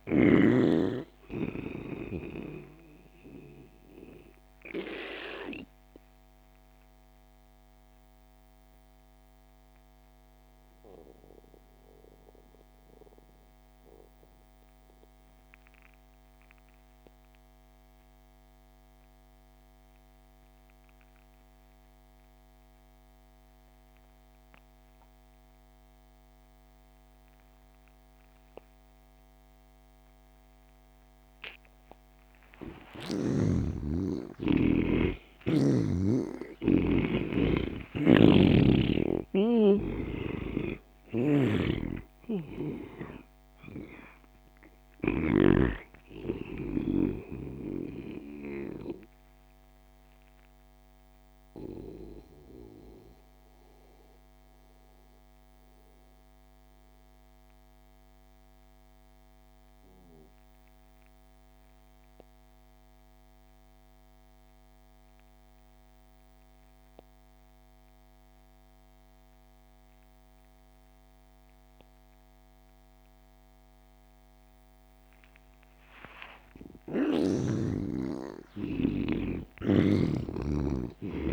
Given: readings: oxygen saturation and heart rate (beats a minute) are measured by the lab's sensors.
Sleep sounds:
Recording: breathing in sleep by a microphone on the trachea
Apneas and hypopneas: 2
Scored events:
0.00-12.00 s: oxygen desaturation (device-marked, oxygen 75% lowest)
4.00-32.00 s: mixed apnea (oxygen 97% before, 76% lowest)
29.00-54.00 s: oxygen desaturation (device-marked, oxygen 98% before, 80% lowest)
32.50-38.00 s: arousal
38.00-45.50 s: snoring (device-marked)
50.50-76.50 s: mixed apnea (oxygen 98% before, 82% lowest)
73.00-81.33 s: oxygen desaturation (device-marked, oxygen 98% before, 82% lowest)
77.00-80.50 s: arousal
79.50-81.33 s: snoring (device-marked)
From the record:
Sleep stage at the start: N2 (light sleep)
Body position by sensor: on the back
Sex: male

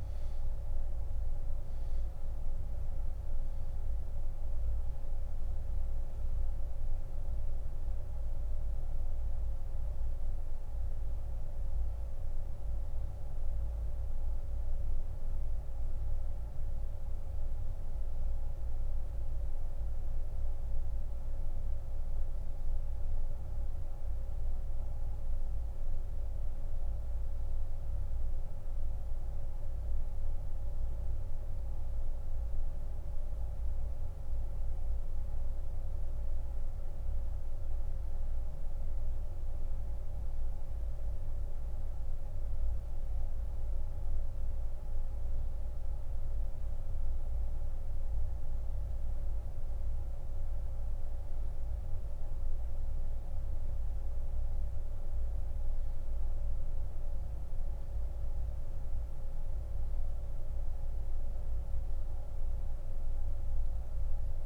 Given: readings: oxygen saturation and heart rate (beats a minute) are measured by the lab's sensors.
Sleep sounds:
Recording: breathing in sleep, hard to hear, by a room microphone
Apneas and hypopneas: 1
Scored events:
5.00-9.50 s: arousal
9.50-38.50 s: oxygen desaturation (device-marked, oxygen 95% before, 88% lowest)
18.00-43.50 s: mixed apnea (oxygen 95% before, 88% lowest)
46.00-49.50 s: arousal
62.50-64.46 s: oxygen desaturation (device-marked, oxygen 97% before, 92% lowest)
From the record:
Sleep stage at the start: N2 (light sleep)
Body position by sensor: on the back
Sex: male

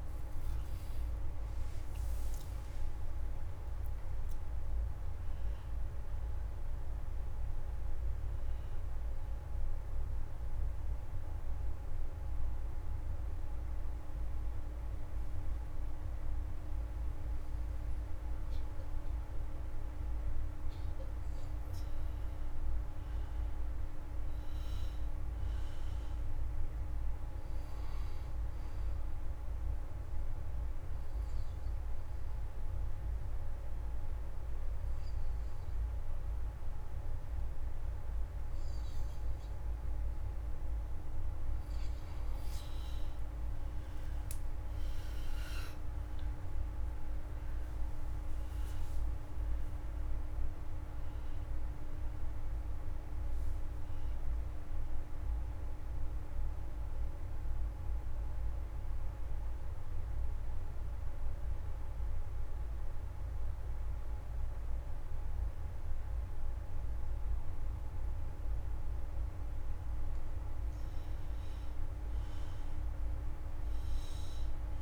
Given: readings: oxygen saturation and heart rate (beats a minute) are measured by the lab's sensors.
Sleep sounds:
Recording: breathing in sleep, hard to hear, by a room microphone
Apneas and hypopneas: 3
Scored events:
0.00-16.50 s: oxygen desaturation (device-marked, oxygen 83% lowest)
10.00-21.00 s: obstructive apnea (oxygen 96% before, 83% lowest, heart rate 51 before, 31 extreme)
22.50-26.00 s: arousal
28.50-39.50 s: oxygen desaturation (device-marked, oxygen 97% before, 85% lowest, heart rate 63 before, 38 extreme)
29.50-41.50 s: obstructive apnea (oxygen 97% before, 84% lowest, heart rate 65 before, 38 extreme)
43.00-48.00 s: arousal
48.50-72.50 s: oxygen desaturation (device-marked, oxygen 96% before, 84% lowest)
55.00-70.00 s: mixed apnea (oxygen 96% before, 84% lowest)
72.50-74.82 s: arousal
From the record:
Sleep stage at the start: N2 (light sleep)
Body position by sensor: on the left side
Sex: male

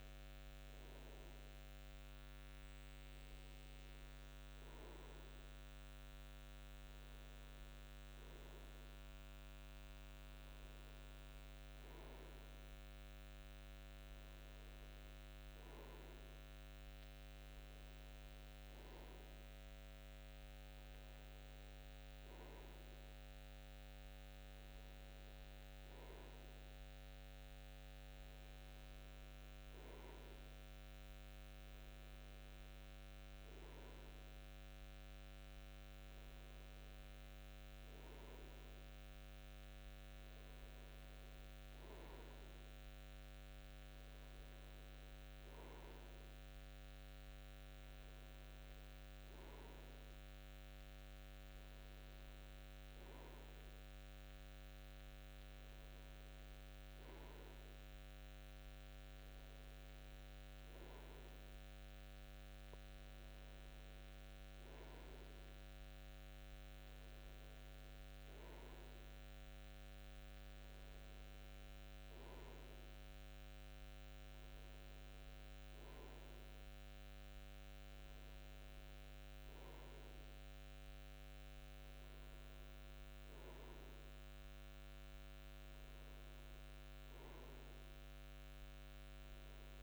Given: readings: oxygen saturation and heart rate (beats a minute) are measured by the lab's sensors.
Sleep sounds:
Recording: breathing in sleep, hard to hear, by a microphone on the trachea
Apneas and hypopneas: none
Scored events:
55.00-57.00 s: long interval between heartbeats (device-marked, heart rate 83 before, 94 extreme)
From the record:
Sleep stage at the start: N2 (light sleep)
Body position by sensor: on the front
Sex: male

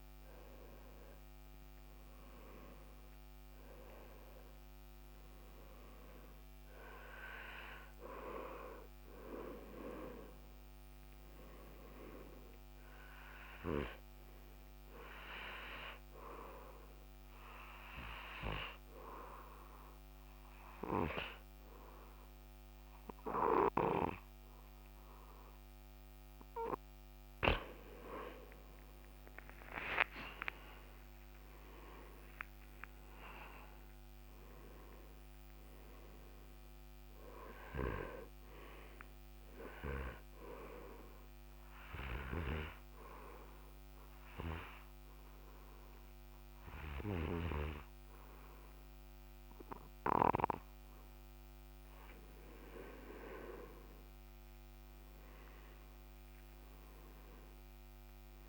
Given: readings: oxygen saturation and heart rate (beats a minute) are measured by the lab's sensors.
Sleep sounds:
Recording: breathing in sleep by a microphone on the trachea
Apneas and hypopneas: 2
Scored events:
16.00-28.50 s: obstructive apnea (oxygen 90% before, 89% lowest, heart rate 83 before, 69 extreme, up 16 after)
31.00-36.50 s: arousal
42.50-52.50 s: obstructive apnea (oxygen 97% before, 93% lowest, heart rate 77 before, 69 extreme, up 14 after)
54.50-58.49 s: arousal
55.00-58.49 s: oxygen desaturation (device-marked, oxygen 97% before, 93% lowest, heart rate 78 before, 69 extreme)
From the record:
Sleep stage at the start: N2 (light sleep)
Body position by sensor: on the right side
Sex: male

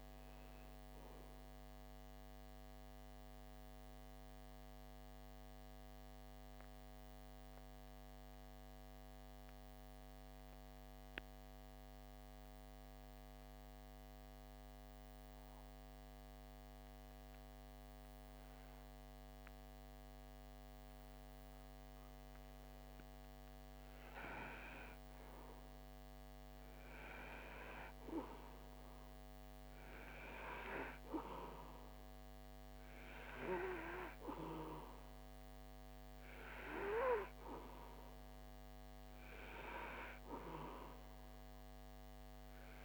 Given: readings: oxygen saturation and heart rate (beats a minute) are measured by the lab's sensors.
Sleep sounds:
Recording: breathing in sleep by a microphone on the trachea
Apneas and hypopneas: 1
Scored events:
0.00-3.50 s: oxygen desaturation (device-marked, oxygen 91% lowest)
1.00-22.00 s: obstructive apnea (oxygen 95% before, 92% lowest)
24.00-27.50 s: arousal
24.50-42.85 s: oxygen desaturation (device-marked, oxygen 97% before, 93% lowest)
From the record:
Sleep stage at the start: N2 (light sleep)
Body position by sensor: on the back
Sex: male

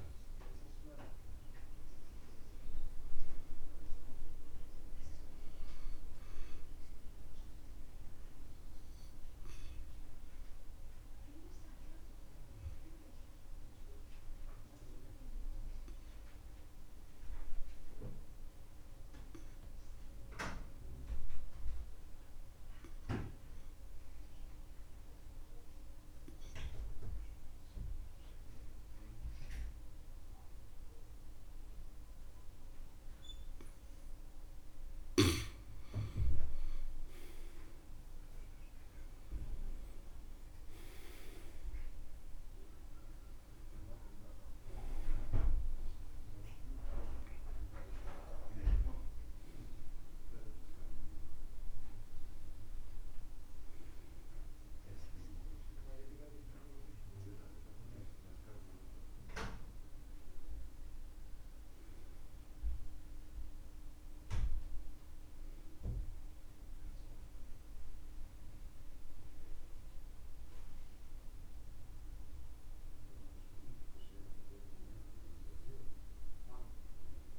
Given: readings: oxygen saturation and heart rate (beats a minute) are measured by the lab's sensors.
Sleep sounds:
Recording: breathing in sleep by a room microphone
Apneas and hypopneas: 1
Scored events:
0.00-2.00 s: arousal
10.50-33.50 s: obstructive apnea (oxygen 96% before, 86% lowest, heart rate 69 before, 61 extreme, up 8 after)
11.50-26.50 s: oxygen desaturation (device-marked, oxygen 96% before, 91% lowest, heart rate 69 before, 62 extreme)
35.50-40.50 s: arousal
42.50-77.39 s: oxygen desaturation (device-marked, oxygen 96% before, 86% lowest, heart rate 66 before, 61 extreme)
From the record:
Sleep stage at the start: N2 (light sleep)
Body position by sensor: on the back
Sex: male

